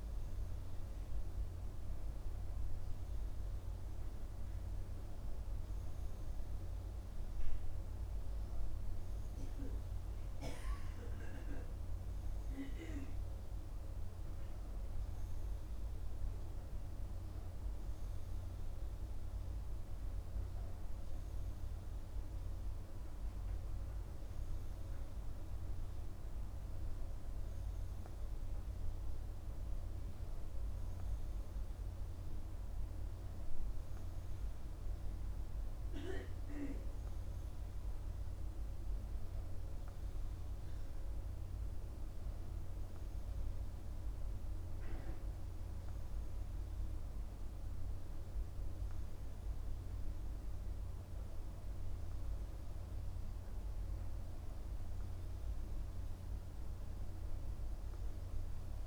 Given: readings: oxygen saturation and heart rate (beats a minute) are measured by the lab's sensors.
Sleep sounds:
breathing in sleep, hard to hear, by a room microphone; none
none scored
From the record:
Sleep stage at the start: N2 (light sleep); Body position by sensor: on the right side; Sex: male

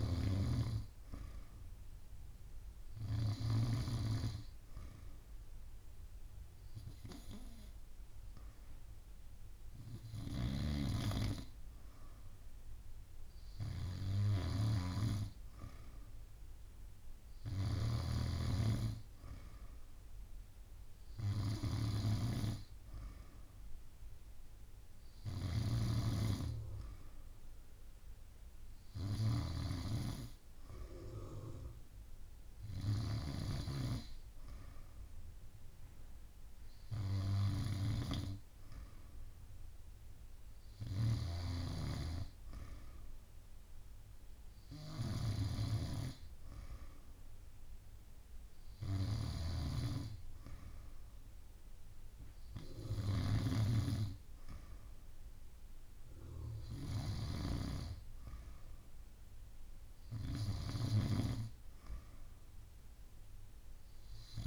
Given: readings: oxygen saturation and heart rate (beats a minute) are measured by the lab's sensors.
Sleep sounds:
breathing in sleep by a room microphone; none
0.00-3.50 s: snoring (device-marked)
10.00-18.00 s: snoring (device-marked)
25.50-33.00 s: snoring (device-marked)
40.50-64.47 s: snoring (device-marked)
From the record:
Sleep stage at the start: N2 (light sleep); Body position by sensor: on the back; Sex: female

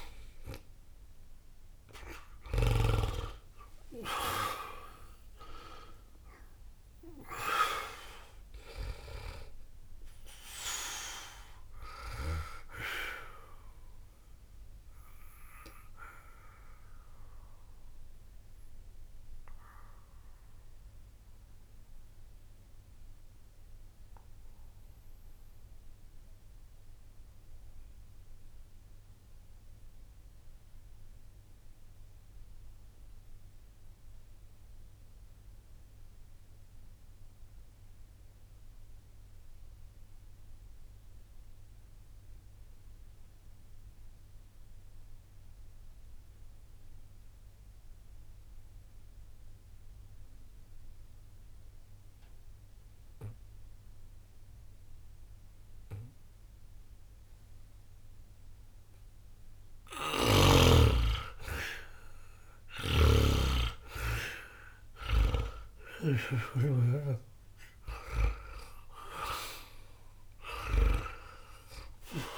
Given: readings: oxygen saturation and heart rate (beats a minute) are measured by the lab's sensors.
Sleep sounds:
breathing in sleep by a room microphone; 1
0.00-40.50 s: oxygen desaturation (device-marked, oxygen 75% lowest, heart rate 59 extreme)
15.00-59.50 s: obstructive apnea (oxygen 95% before, 75% lowest, heart rate 60 before, 59 extreme, up 0 after)
57.50-72.38 s: oxygen desaturation (device-marked, oxygen 98% before, 77% lowest, heart rate 61 before, 59 extreme)
62.50-66.00 s: snoring (device-marked)
63.00-67.00 s: arousal
From the record:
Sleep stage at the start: N2 (light sleep); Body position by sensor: on the back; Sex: male

